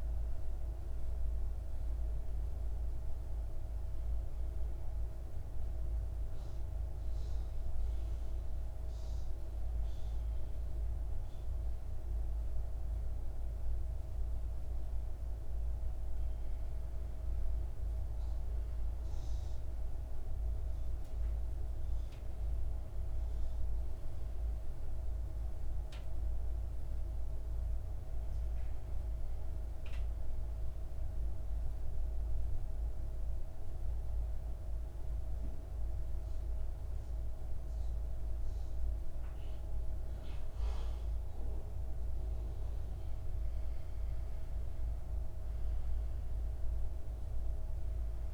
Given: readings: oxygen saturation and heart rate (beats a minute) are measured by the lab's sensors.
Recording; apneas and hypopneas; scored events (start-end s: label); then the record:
breathing in sleep, hard to hear, by a room microphone; 2
0.00-10.00 s: oxygen desaturation (device-marked, oxygen 91% lowest, heart rate 59 extreme)
6.00-17.00 s: obstructive apnea (oxygen 98% before, 92% lowest, heart rate 62 before, 54 extreme, up 4 after)
21.00-25.00 s: arousal
30.00-43.00 s: mixed apnea (oxygen 98% before, 91% lowest, heart rate 61 before, 54 extreme, up 9 after)
46.00-48.34 s: arousal
From the record:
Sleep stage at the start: N2 (light sleep); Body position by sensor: on the back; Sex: male